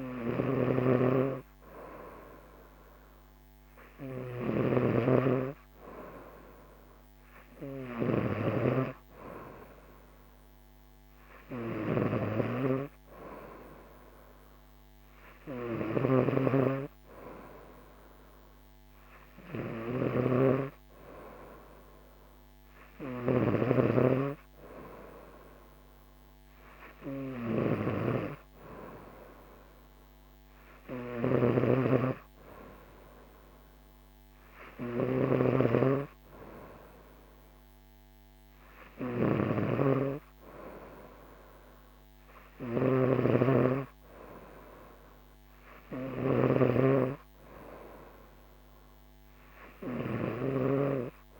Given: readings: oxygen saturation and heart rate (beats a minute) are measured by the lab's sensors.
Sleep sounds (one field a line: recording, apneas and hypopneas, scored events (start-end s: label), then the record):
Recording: breathing in sleep by a microphone on the trachea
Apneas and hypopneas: none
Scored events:
0.00-51.40 s: snoring (device-marked)
From the record:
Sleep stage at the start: N3 (deep sleep)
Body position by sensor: on the right side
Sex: female